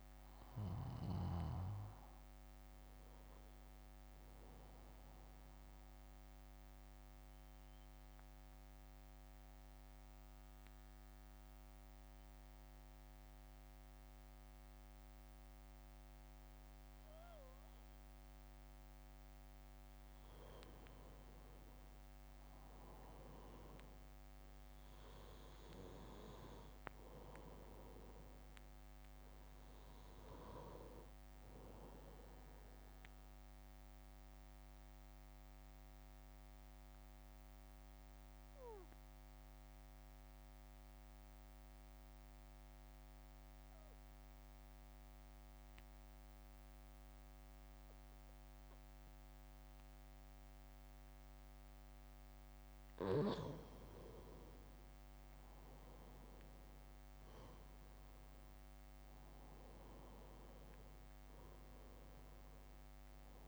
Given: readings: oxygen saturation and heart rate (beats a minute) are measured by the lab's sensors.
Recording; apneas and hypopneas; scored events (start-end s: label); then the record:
breathing in sleep by a microphone on the trachea; 2
1.50-16.50 s: oxygen desaturation (device-marked, oxygen 97% before, 93% lowest, heart rate 59 before, 55 extreme)
4.00-18.50 s: obstructive apnea (oxygen 97% before, 91% lowest, heart rate 59 before, 55 extreme, up 2 after)
20.50-24.50 s: arousal
26.50-34.50 s: oxygen desaturation (device-marked, oxygen 96% before, 93% lowest, heart rate 61 before, 58 extreme)
34.50-54.00 s: mixed apnea (oxygen 96% before, 91% lowest, heart rate 60 before, 56 extreme, up 3 after)
56.00-59.00 s: arousal
56.50-63.47 s: drop in pulse transit time (device-marked, heart rate 60 before, 56 extreme)
57.50-63.47 s: oxygen desaturation (device-marked, oxygen 96% before, 91% lowest, heart rate 60 before, 57 extreme)
From the record:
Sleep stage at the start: N2 (light sleep); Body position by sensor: on the back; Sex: male